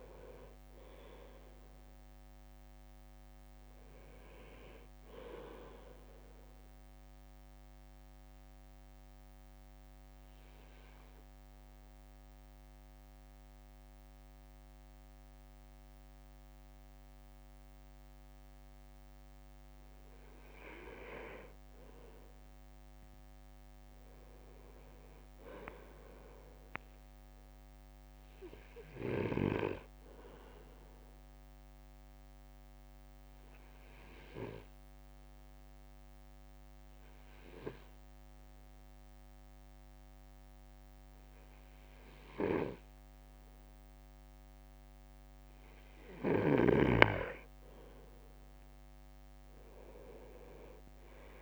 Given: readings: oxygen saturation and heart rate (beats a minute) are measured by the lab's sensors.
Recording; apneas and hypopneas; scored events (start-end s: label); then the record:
breathing in sleep by a microphone on the trachea; 2
6.50-20.50 s: obstructive apnea (oxygen 99% before, 97% lowest)
23.50-26.50 s: arousal
31.50-45.50 s: obstructive apnea (oxygen 99% before, 97% lowest)
48.50-49.50 s: leg movement (device-marked)
48.50-51.42 s: arousal
From the record:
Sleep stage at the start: N2 (light sleep); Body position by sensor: on the right side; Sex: male